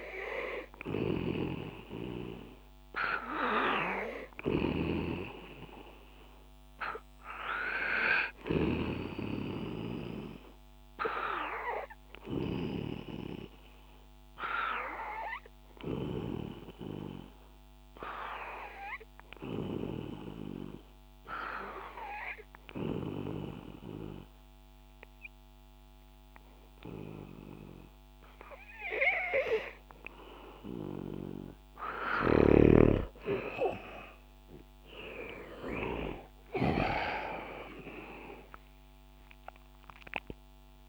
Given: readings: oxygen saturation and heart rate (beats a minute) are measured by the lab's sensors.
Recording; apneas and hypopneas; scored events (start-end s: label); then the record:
breathing in sleep by a microphone on the trachea; 1
9.00-13.00 s: arousal
15.00-29.50 s: obstructive apnea (oxygen 94% before, 89% lowest, heart rate 71 before, 57 extreme, up 11 after)
33.50-38.00 s: arousal
36.50-40.89 s: oxygen desaturation (device-marked, oxygen 94% before, 90% lowest, heart rate 70 before, 57 extreme)
From the record:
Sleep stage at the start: N2 (light sleep); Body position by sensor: on the back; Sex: male